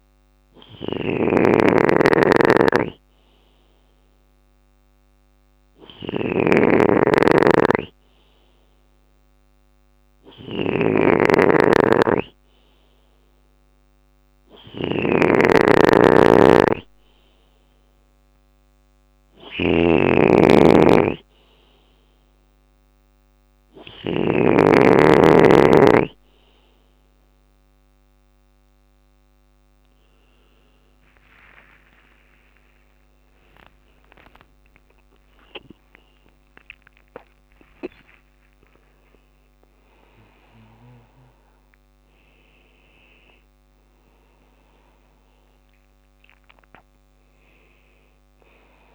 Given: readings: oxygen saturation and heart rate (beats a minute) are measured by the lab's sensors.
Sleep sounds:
a person partly awake in a sleep study, by a microphone on the trachea; none
0.00-23.00 s: snoring (device-marked)
0.00-26.50 s: bradycardia (device-marked, heart rate 55 extreme)
28.50-33.50 s: tachycardia (device-marked, heart rate 58 before, 117 extreme)
30.50-47.50 s: drop in pulse transit time (device-marked, heart rate 58 before, 70 extreme)
31.00-33.00 s: long interval between heartbeats (device-marked, heart rate 58 before, 96 extreme)
33.50-48.95 s: new sleep stage, awake
34.50-36.50 s: long interval between heartbeats (device-marked, heart rate 68 before, 127 extreme)
37.00-39.00 s: long interval between heartbeats (device-marked, heart rate 76 before, 97 extreme)
From the record:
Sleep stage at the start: N2 (light sleep); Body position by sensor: on the left side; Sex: male

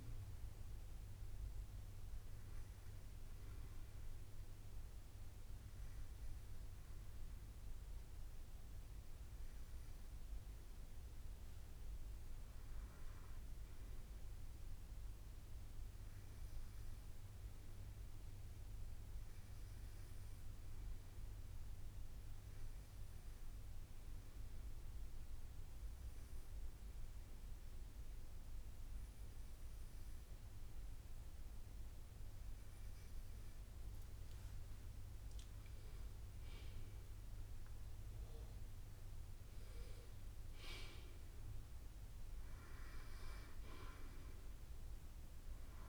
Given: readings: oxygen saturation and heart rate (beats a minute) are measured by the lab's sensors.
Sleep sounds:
breathing in sleep, hard to hear, by a room microphone; 1
0.00-3.50 s: drop in pulse transit time (device-marked, heart rate 65 extreme)
22.00-33.00 s: obstructive apnea (oxygen 98% before, 94% lowest, heart rate 66 before, 61 extreme, up 6 after)
35.00-39.00 s: arousal
From the record:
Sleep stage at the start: N2 (light sleep); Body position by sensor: on the right side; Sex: male

